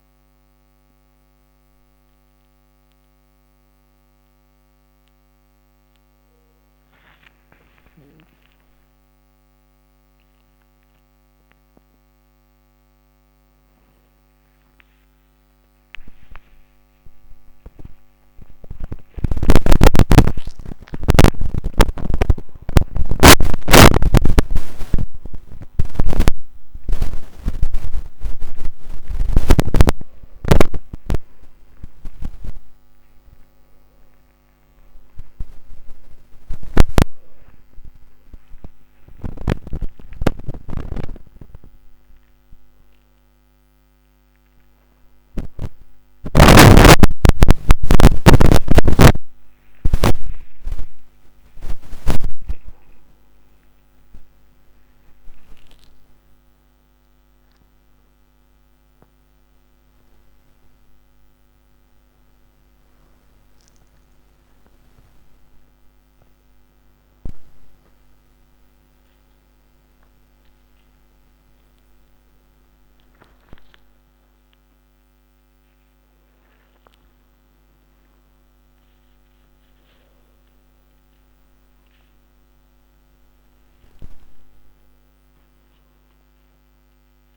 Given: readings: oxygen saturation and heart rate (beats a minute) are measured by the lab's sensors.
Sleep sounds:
breathing in sleep by a microphone on the trachea; none
none scored
From the record:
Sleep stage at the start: N1 (lightest sleep); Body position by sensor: upright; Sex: male

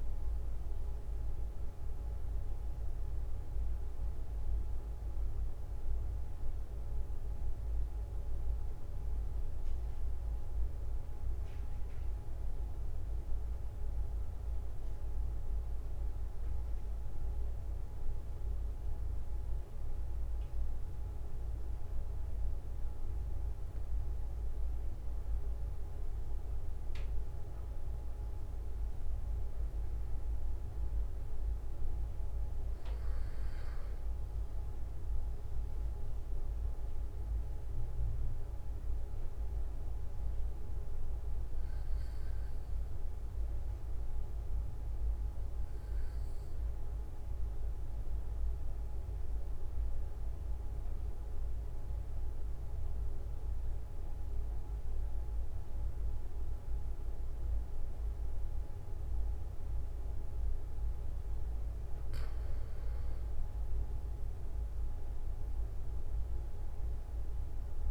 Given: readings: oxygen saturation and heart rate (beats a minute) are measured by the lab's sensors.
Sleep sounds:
breathing in sleep, hard to hear, by a room microphone; 2
14.00-25.50 s: mixed apnea (oxygen 97% before, 92% lowest, heart rate 50 before, 43 extreme, up 4 after)
28.50-32.00 s: arousal
43.00-62.00 s: obstructive apnea (oxygen 97% before, 91% lowest, heart rate 46 before, 45 extreme, up 3 after)
65.00-67.91 s: arousal
From the record:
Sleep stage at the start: N2 (light sleep); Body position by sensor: on the back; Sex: male

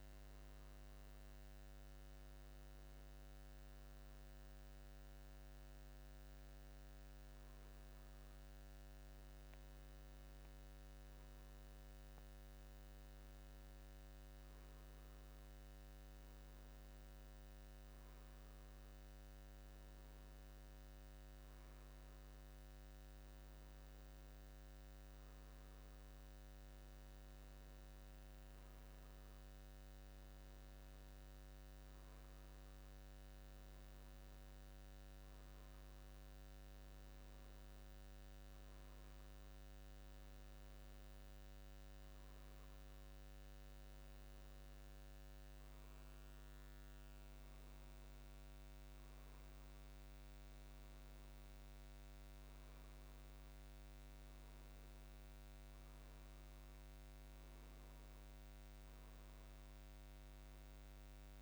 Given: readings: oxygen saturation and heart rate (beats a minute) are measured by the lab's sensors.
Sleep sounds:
breathing in sleep, hard to hear, by a microphone on the trachea; none
none scored
From the record:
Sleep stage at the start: N1 (lightest sleep); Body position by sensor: on the back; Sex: male

